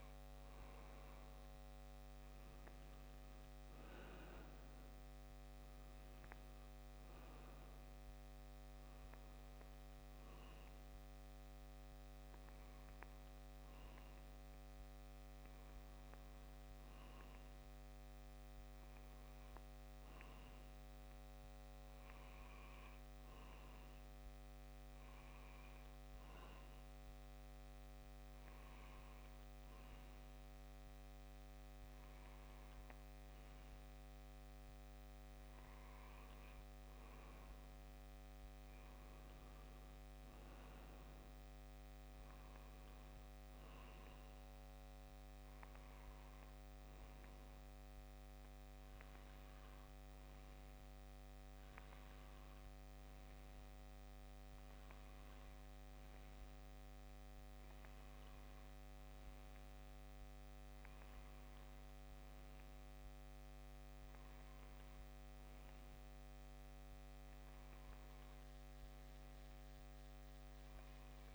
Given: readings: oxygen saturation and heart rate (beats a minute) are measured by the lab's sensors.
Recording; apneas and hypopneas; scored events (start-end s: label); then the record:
breathing in sleep, hard to hear, by a microphone on the trachea; none
none scored
From the record:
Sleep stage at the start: N2 (light sleep); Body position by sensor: on the left side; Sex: male